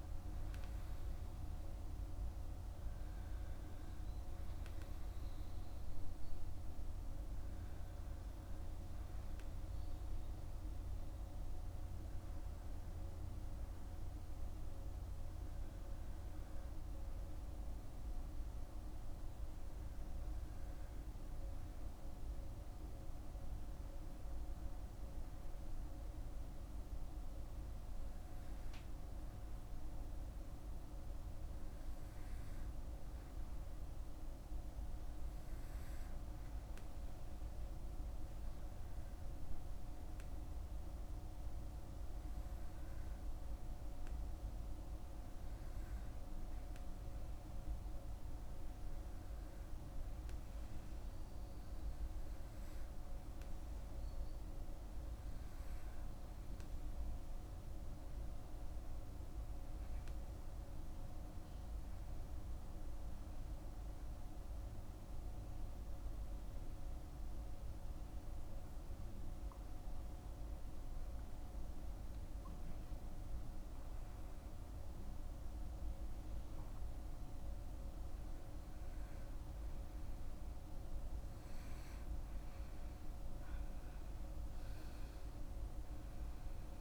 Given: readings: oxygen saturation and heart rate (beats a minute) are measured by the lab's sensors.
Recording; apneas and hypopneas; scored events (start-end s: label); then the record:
breathing in sleep, hard to hear, by a room microphone; 1
17.50-79.00 s: hypopnea (oxygen 98% before, 89% lowest, heart rate 54 before, 55 extreme, up 10 after)
82.50-86.81 s: arousal
From the record:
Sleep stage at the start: REM sleep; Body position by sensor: on the back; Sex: male